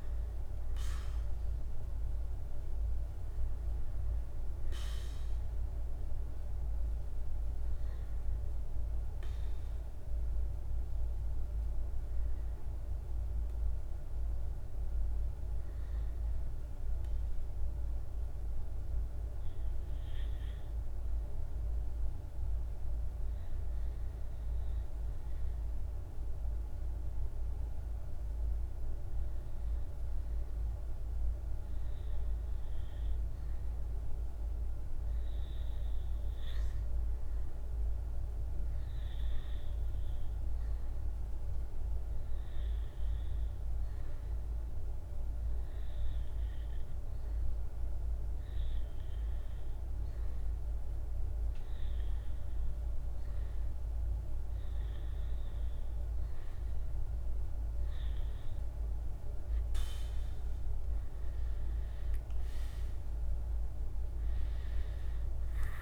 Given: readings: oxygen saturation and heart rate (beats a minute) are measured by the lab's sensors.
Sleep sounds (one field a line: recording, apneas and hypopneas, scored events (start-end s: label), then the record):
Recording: breathing in sleep, hard to hear, by a room microphone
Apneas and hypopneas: 2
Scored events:
9.50-26.50 s: hypopnea (oxygen 96% before, 94% lowest, heart rate 55 before, 52 extreme, up 2 after)
28.00-31.00 s: arousal
39.50-54.50 s: hypopnea (oxygen 99% before, 94% lowest, heart rate 53 before, 52 extreme, up 10 after)
41.50-48.50 s: oxygen desaturation (device-marked, oxygen 98% before, 96% lowest, heart rate 53 before, 52 extreme)
58.00-62.00 s: arousal
From the record:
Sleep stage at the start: REM sleep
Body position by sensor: on the back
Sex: male